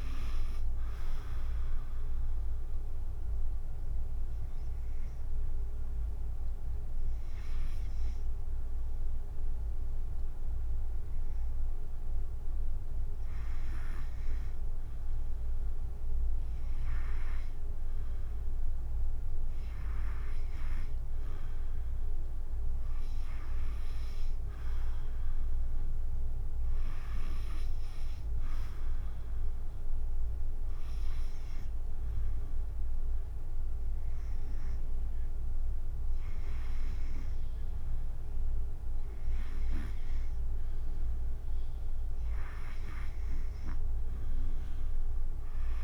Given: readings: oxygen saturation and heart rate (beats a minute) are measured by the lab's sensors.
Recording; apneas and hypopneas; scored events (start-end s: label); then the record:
breathing in sleep by a room microphone; 2
0.00-1.50 s: drop in pulse transit time (device-marked, heart rate 76 extreme)
0.00-9.50 s: oxygen desaturation (device-marked, oxygen 91% lowest, heart rate 67 extreme)
3.00-14.00 s: obstructive apnea (oxygen 96% before, 92% lowest, heart rate 76 before, 64 extreme, up 3 after)
18.50-22.00 s: arousal
21.50-32.50 s: drop in pulse transit time (device-marked, heart rate 70 before, 70 extreme)
22.50-37.50 s: oxygen desaturation (device-marked, oxygen 97% before, 93% lowest, heart rate 70 before, 63 extreme)
30.50-41.50 s: obstructive apnea (oxygen 97% before, 93% lowest, heart rate 71 before, 63 extreme, up 8 after)
From the record:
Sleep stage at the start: REM sleep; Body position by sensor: on the back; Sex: female